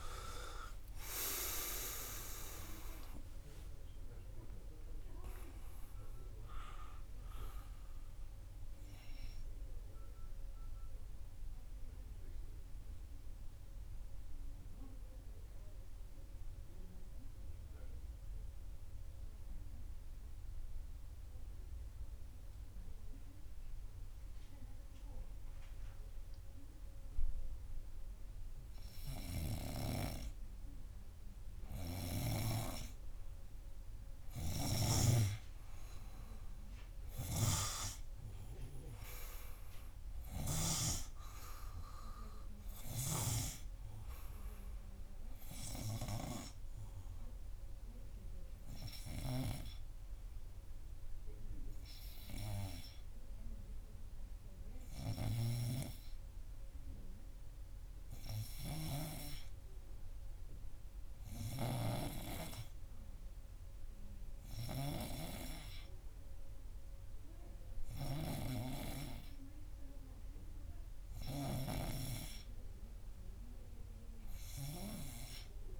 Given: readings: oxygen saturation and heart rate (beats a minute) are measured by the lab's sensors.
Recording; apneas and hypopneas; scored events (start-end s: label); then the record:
breathing in sleep by a room microphone; 2
0.00-1.00 s: arousal
10.50-28.00 s: obstructive apnea (oxygen 96% before, 94% lowest, heart rate 103 before, 87 extreme)
30.00-33.00 s: arousal
48.00-59.00 s: hypopnea (oxygen 99% before, 95% lowest, heart rate 91 before, 89 extreme, up 1 after)
60.00-63.50 s: arousal
From the record:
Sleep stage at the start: N2 (light sleep); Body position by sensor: on the front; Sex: male